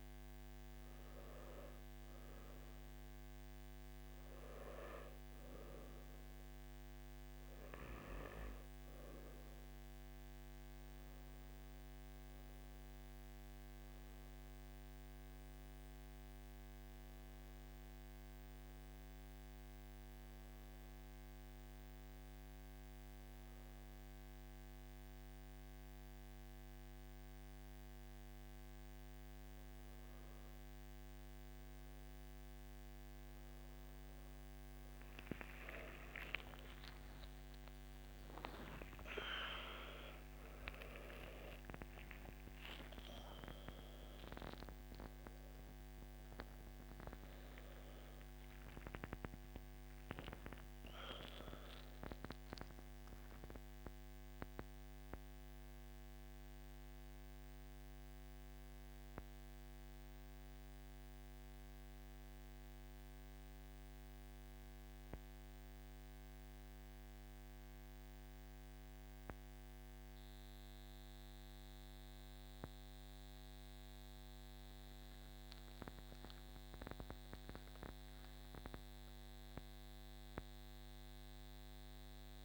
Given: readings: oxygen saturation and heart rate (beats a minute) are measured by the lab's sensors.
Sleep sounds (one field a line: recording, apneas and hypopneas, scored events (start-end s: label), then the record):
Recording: breathing in sleep by a microphone on the trachea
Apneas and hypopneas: 1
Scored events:
12.00-31.00 s: hypopnea (oxygen 97% before, 94% lowest, heart rate 59 before, 54 extreme, up 25 after)
38.00-40.00 s: long interval between heartbeats (device-marked, heart rate 57 before, 79 extreme)
40.00-42.00 s: long interval between heartbeats (device-marked, heart rate 60 before, 114 extreme)
45.00-53.00 s: oxygen desaturation (device-marked, oxygen 97% before, 94% lowest, heart rate 75 before, 56 extreme)
46.50-48.50 s: long interval between heartbeats (device-marked, heart rate 77 before, 86 extreme)
48.50-50.50 s: long interval between heartbeats (device-marked, heart rate 80 before, 98 extreme)
From the record:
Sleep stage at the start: N3 (deep sleep)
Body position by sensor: on the back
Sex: male